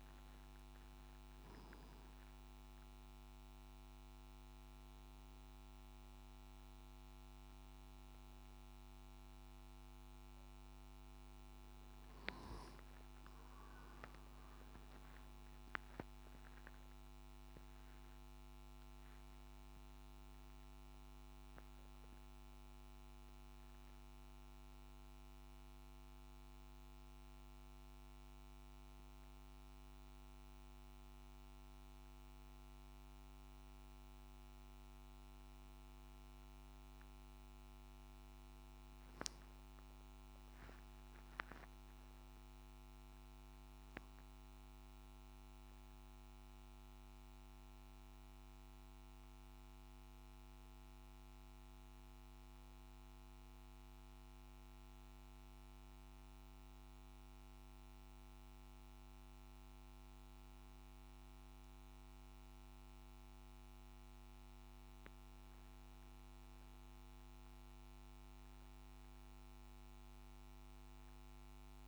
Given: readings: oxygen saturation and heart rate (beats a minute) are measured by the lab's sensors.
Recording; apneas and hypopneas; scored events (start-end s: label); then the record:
a person partly awake in a sleep study, hard to hear, by a microphone on the trachea; none
15.00-20.00 s: arousal
34.50-71.88 s: new sleep stage, N1 (lightest sleep)
From the record:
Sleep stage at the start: awake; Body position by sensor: on the back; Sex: male